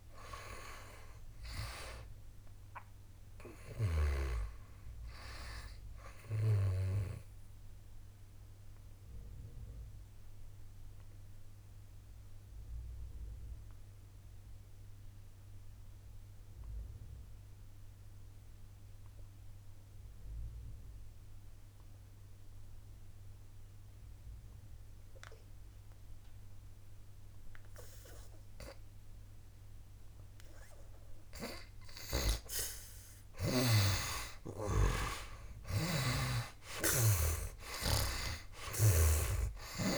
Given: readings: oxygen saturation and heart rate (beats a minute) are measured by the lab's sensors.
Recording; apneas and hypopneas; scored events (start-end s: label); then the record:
breathing in sleep by a room microphone; 1
0.00-12.00 s: oxygen desaturation (device-marked, oxygen 71% lowest, heart rate 59 extreme)
2.00-4.00 s: long interval between heartbeats (device-marked, heart rate 93 before, 98 extreme)
9.00-32.00 s: obstructive apnea (oxygen 87% before, 78% lowest, heart rate 96 before, 58 extreme, up 10 after)
25.00-39.98 s: oxygen desaturation (device-marked, oxygen 99% before, 78% lowest, heart rate 71 before, 57 extreme)
32.00-39.50 s: snoring (device-marked)
36.00-39.98 s: arousal
From the record:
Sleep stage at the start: N2 (light sleep); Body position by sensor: on the back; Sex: male